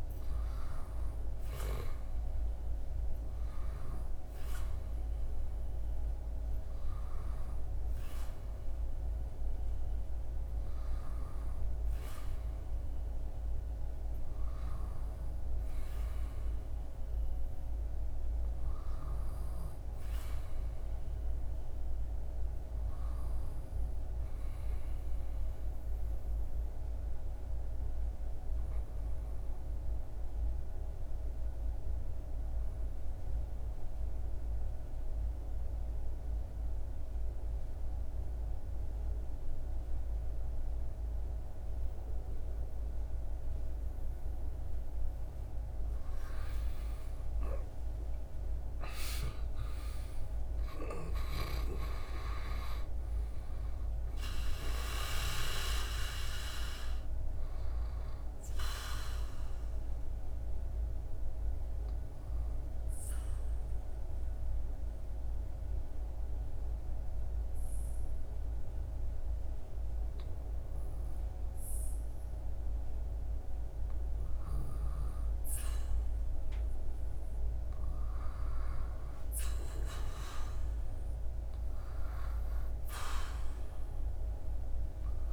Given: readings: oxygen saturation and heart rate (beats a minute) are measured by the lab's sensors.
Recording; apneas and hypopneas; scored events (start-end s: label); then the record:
breathing in sleep by a room microphone; 2
19.50-22.50 s: arousal
24.00-44.00 s: obstructive apnea (oxygen 97% before, 85% lowest, heart rate 78 before, 66 extreme, up 19 after)
46.00-50.50 s: arousal
47.50-69.50 s: oxygen desaturation (device-marked, oxygen 96% before, 85% lowest, heart rate 71 before, 79 extreme)
50.50-54.50 s: snoring (device-marked)
60.00-72.50 s: obstructive apnea (oxygen 96% before, 85% lowest, heart rate 78 before, 79 extreme, up 1 after)
76.00-79.50 s: arousal
83.50-85.33 s: oxygen desaturation (device-marked, oxygen 99% before, 94% lowest, heart rate 83 before, 71 extreme)
From the record:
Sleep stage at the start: REM sleep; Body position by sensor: on the back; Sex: male